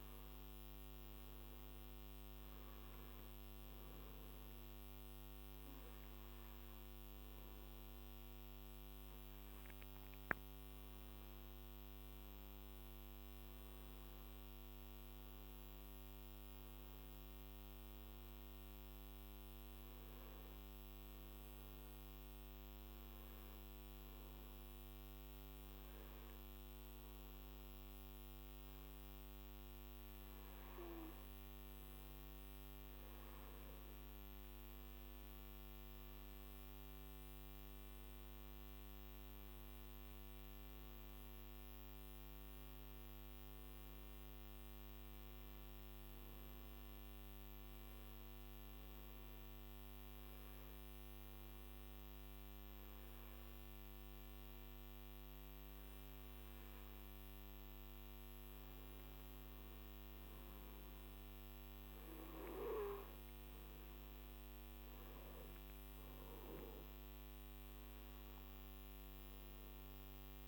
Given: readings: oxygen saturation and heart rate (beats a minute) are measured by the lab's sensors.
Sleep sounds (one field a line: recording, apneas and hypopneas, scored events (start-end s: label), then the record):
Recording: breathing in sleep, hard to hear, by a microphone on the trachea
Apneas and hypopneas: 2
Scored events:
4.00-20.00 s: oxygen desaturation (device-marked, oxygen 97% before, 93% lowest, heart rate 58 before, 52 extreme)
22.00-33.00 s: hypopnea (oxygen 98% before, 94% lowest, heart rate 59 before, 52 extreme, up 10 after)
36.50-40.50 s: arousal
48.00-59.00 s: obstructive apnea (oxygen 98% before, 93% lowest, heart rate 58 before, 50 extreme, up 10 after)
61.50-65.50 s: arousal
From the record:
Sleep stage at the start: N2 (light sleep)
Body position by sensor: on the back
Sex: male